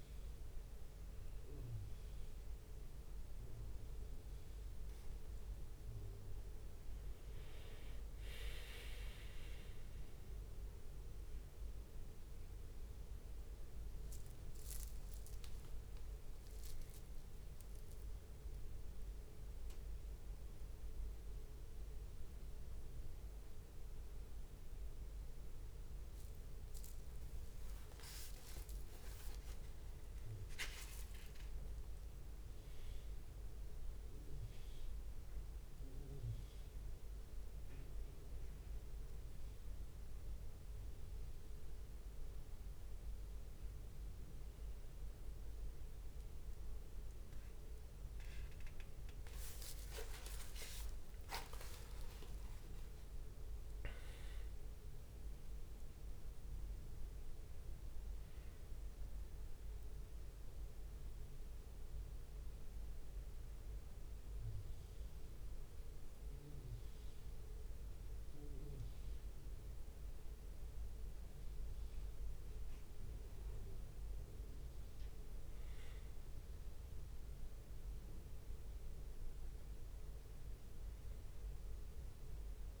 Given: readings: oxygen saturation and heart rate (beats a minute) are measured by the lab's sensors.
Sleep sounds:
breathing in sleep, hard to hear, by a room microphone; none
0.00-4.00 s: leg movement (device-marked)
4.50-9.50 s: leg movement (device-marked)
10.50-16.00 s: leg movement (device-marked)
10.50-25.50 s: drop in pulse transit time (device-marked, heart rate 65 before, 61 extreme)
16.00-20.50 s: leg movement (device-marked)
21.50-25.50 s: leg movement (device-marked)
27.00-32.50 s: leg movement (device-marked)
29.50-31.50 s: long interval between heartbeats (device-marked, heart rate 64 before, 69 extreme)
32.50-38.00 s: leg movement (device-marked)
39.50-45.50 s: leg movement (device-marked)
47.00-54.00 s: leg movement (device-marked)
50.00-55.00 s: arousal
51.50-53.50 s: long interval between heartbeats (device-marked, heart rate 67 before, 88 extreme)
56.00-63.50 s: leg movement (device-marked)
66.50-75.00 s: leg movement (device-marked)
75.00-79.00 s: leg movement (device-marked)
From the record:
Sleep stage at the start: N1 (lightest sleep); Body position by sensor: on the back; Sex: male

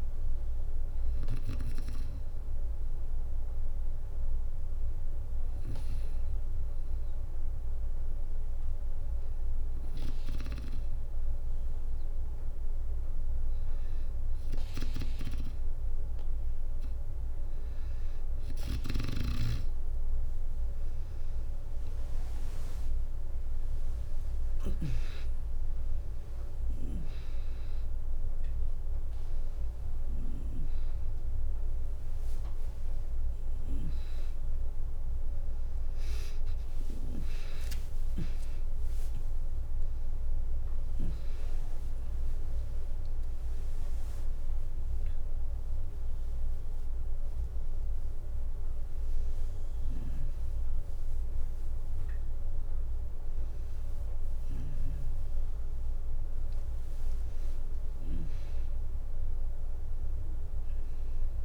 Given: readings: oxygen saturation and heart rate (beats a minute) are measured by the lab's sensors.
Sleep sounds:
breathing in sleep by a room microphone; 1
0.00-7.50 s: drop in pulse transit time (device-marked, heart rate 60 extreme)
0.50-12.00 s: hypopnea (oxygen 97% before, 92% lowest, heart rate 64 before, 60 extreme, up 4 after)
19.50-23.50 s: arousal
19.50-27.50 s: drop in pulse transit time (device-marked, heart rate 62 before, 64 extreme)
31.50-33.50 s: long interval between heartbeats (device-marked, heart rate 64 before, 83 extreme)
36.50-38.50 s: long interval between heartbeats (device-marked, heart rate 70 before, 94 extreme)
36.50-61.45 s: new sleep stage, N1 (lightest sleep)
39.50-54.50 s: drop in pulse transit time (device-marked, heart rate 75 before, 80 extreme)
40.50-42.50 s: oxygen desaturation (device-marked, oxygen 95% before, 93% lowest, heart rate 76 before, 58 extreme)
42.50-56.50 s: tachycardia (device-marked, heart rate 64 before, 159 extreme)
43.00-46.50 s: arousal
43.50-45.50 s: long interval between heartbeats (device-marked, heart rate 80 before, 85 extreme)
46.50-48.50 s: long interval between heartbeats (device-marked, heart rate 84 before, 121 extreme)
48.50-50.50 s: long interval between heartbeats (device-marked, heart rate 90 before, 142 extreme)
51.00-53.00 s: long interval between heartbeats (device-marked, heart rate 99 before, 156 extreme)
54.00-56.00 s: long interval between heartbeats (device-marked, heart rate 110 before, 134 extreme)
56.50-58.50 s: long interval between heartbeats (device-marked, heart rate 117 before, 114 extreme)
From the record:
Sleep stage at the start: N2 (light sleep); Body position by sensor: on the back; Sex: female

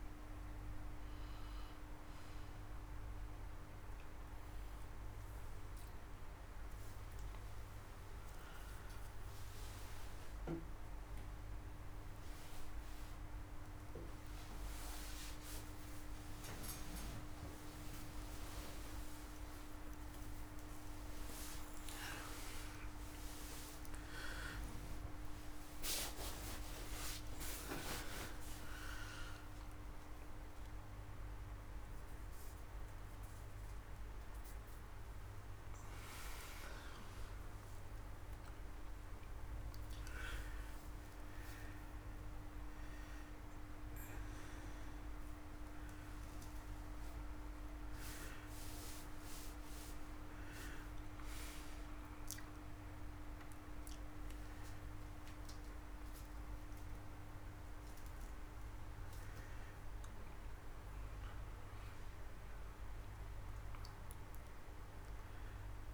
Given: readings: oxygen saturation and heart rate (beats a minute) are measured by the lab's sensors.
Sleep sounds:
a person partly awake in a sleep study, by a room microphone; none
13.50-43.50 s: new sleep stage, awake
43.50-65.94 s: new sleep stage, N2 (light sleep)
From the record:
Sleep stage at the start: N2 (light sleep); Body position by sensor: on the back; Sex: male

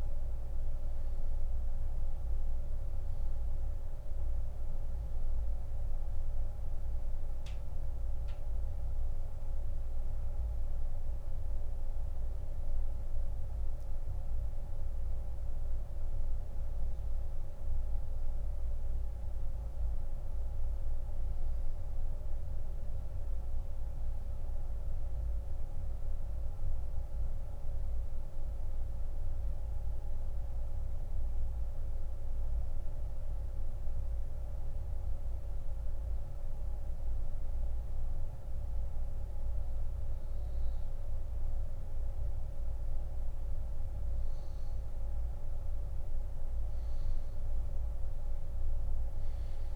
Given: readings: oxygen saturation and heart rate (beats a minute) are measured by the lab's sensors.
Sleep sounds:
breathing in sleep, hard to hear, by a room microphone; 1
13.50-42.00 s: mixed apnea (oxygen 96% before, 88% lowest)
42.50-46.50 s: arousal
From the record:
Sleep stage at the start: N2 (light sleep); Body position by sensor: on the back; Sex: male

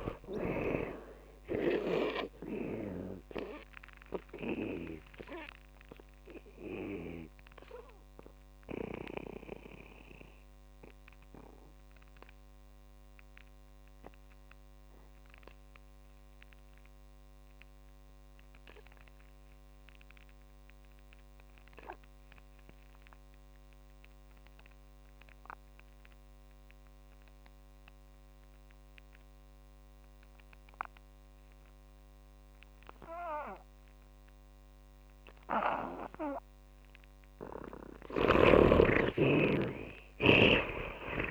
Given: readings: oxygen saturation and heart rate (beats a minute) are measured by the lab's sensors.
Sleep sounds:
breathing in sleep by a microphone on the trachea; 1
0.00-1.50 s: arousal
0.00-25.50 s: oxygen desaturation (device-marked, oxygen 76% lowest)
3.50-36.00 s: mixed apnea (oxygen 100% before, 75% lowest)
38.50-41.31 s: oxygen desaturation (device-marked, oxygen 98% before, 75% lowest)
38.50-41.31 s: snoring (device-marked)
39.00-41.31 s: arousal
From the record:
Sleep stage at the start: N2 (light sleep); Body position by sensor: on the back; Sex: male

